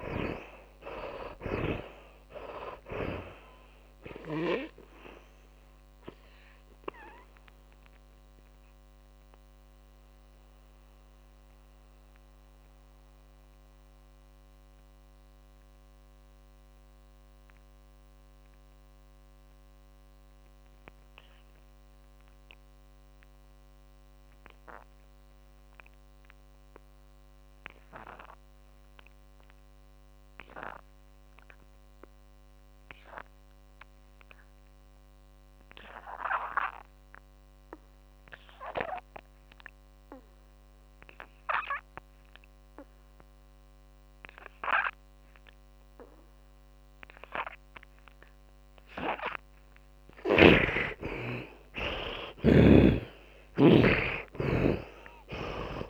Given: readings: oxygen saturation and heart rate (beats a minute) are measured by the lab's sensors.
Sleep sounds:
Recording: breathing in sleep by a microphone on the trachea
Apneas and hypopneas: 1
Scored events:
0.00-1.50 s: arousal
0.00-4.50 s: snoring (device-marked)
0.00-25.00 s: oxygen desaturation (device-marked, oxygen 71% lowest, heart rate 45 extreme)
7.00-48.50 s: mixed apnea (oxygen 100% before, 71% lowest, heart rate 59 before, 45 extreme, up 22 after)
32.00-55.90 s: oxygen desaturation (device-marked, oxygen 100% before, 71% lowest, heart rate 59 before, 45 extreme)
51.00-55.00 s: arousal
From the record:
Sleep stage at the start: N2 (light sleep)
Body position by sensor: on the back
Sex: male

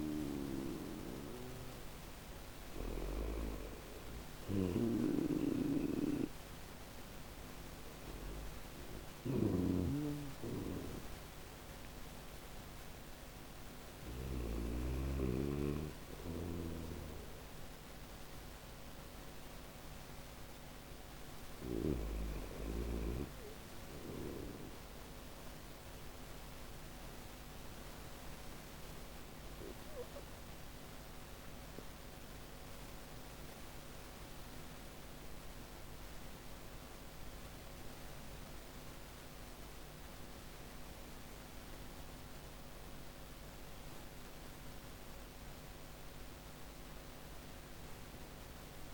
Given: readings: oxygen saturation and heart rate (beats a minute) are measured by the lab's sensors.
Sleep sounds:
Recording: breathing in sleep by a microphone on the trachea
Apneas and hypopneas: none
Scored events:
0.00-2.00 s: snoring (device-marked)
4.00-13.50 s: snoring (device-marked)
6.50-23.50 s: oxygen desaturation (device-marked, oxygen 97% before, 94% lowest, heart rate 67 before, 62 extreme)
15.50-21.00 s: snoring (device-marked)
36.50-48.94 s: new sleep stage, N3 (deep sleep)
From the record:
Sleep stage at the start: N1 (lightest sleep)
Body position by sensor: on the back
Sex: male

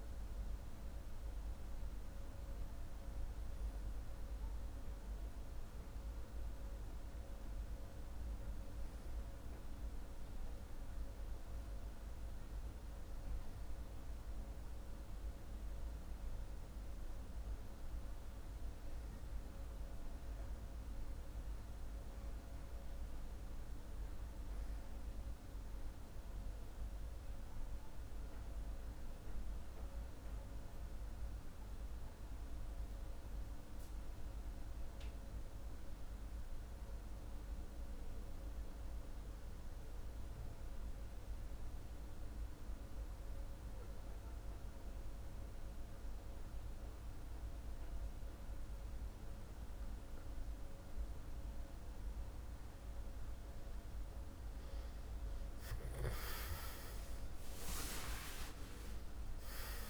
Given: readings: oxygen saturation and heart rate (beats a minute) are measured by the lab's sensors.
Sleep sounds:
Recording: breathing in sleep, hard to hear, by a room microphone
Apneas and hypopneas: 1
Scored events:
28.00-50.50 s: hypopnea (oxygen 97% before, 93% lowest, heart rate 49 before, 46 extreme, up 7 after)
56.00-59.90 s: oxygen desaturation (device-marked, oxygen 97% before, 93% lowest, heart rate 50 before, 47 extreme)
58.00-59.90 s: arousal
From the record:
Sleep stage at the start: N2 (light sleep)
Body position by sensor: on the back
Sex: male

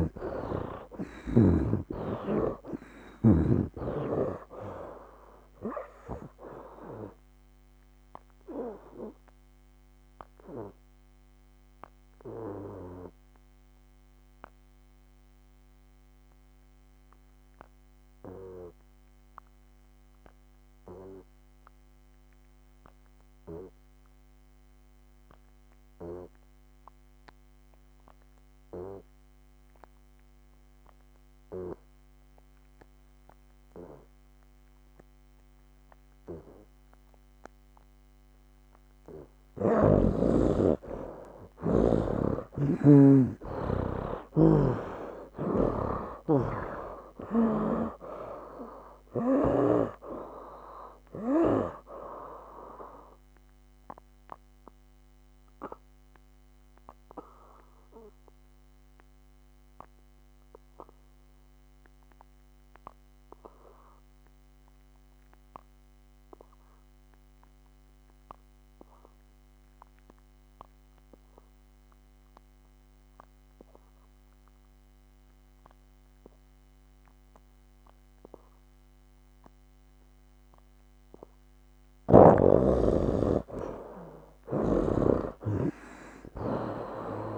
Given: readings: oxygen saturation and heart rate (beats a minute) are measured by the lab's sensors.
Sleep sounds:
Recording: breathing in sleep by a microphone on the trachea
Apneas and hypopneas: 2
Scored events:
0.00-4.00 s: arousal
0.00-28.50 s: oxygen desaturation (device-marked, oxygen 72% lowest, heart rate 62 extreme)
9.00-39.00 s: obstructive apnea (oxygen 98% before, 70% lowest, heart rate 73 before, 62 extreme, up 16 after)
35.50-75.50 s: oxygen desaturation (device-marked, oxygen 97% before, 70% lowest, heart rate 66 before, 64 extreme)
41.50-45.50 s: arousal
44.50-49.50 s: snoring (device-marked)
54.00-82.50 s: obstructive apnea (oxygen 97% before, 70% lowest, heart rate 74 before, 64 extreme, up 14 after)
77.50-87.38 s: oxygen desaturation (device-marked, oxygen 98% before, 71% lowest, heart rate 68 before, 64 extreme)
84.50-87.38 s: snoring (device-marked)
86.00-87.38 s: arousal
From the record:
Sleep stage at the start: N2 (light sleep)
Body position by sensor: on the back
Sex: male

